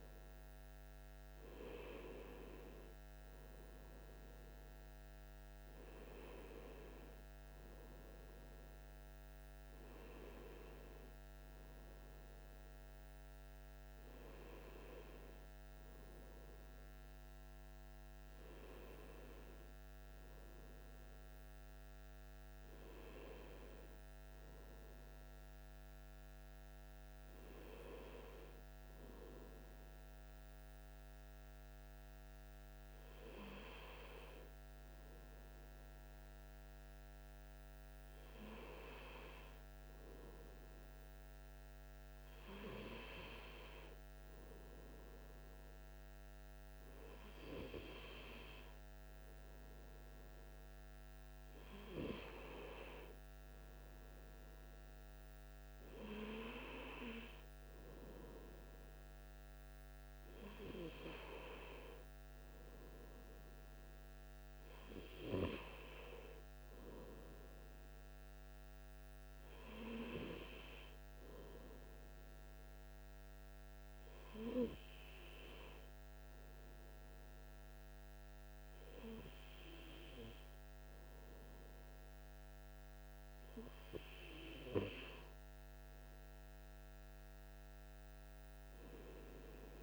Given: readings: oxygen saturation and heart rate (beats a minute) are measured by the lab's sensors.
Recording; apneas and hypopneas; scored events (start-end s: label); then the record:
breathing in sleep by a microphone on the trachea; none
none scored
From the record:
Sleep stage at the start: N1 (lightest sleep); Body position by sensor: on the right side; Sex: male